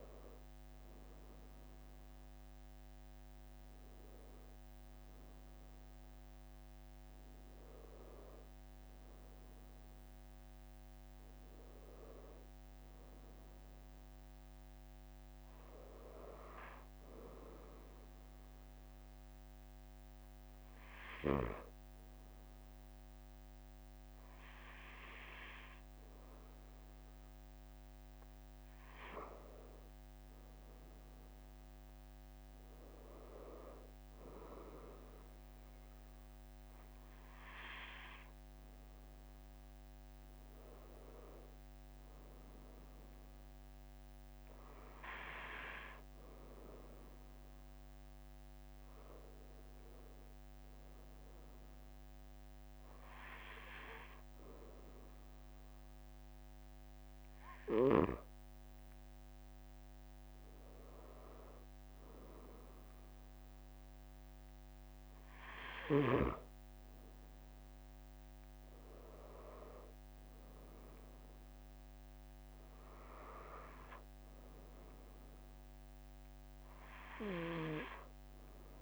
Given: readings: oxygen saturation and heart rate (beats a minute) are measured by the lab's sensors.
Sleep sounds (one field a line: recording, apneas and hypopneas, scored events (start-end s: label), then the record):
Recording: breathing in sleep by a microphone on the trachea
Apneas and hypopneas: 1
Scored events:
7.50-78.82 s: new sleep stage, N2 (light sleep)
51.00-65.00 s: hypopnea (oxygen 94% before, 91% lowest, heart rate 45 before, 44 extreme, up 2 after)
68.00-73.00 s: arousal
From the record:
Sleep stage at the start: N1 (lightest sleep)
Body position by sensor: on the back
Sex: male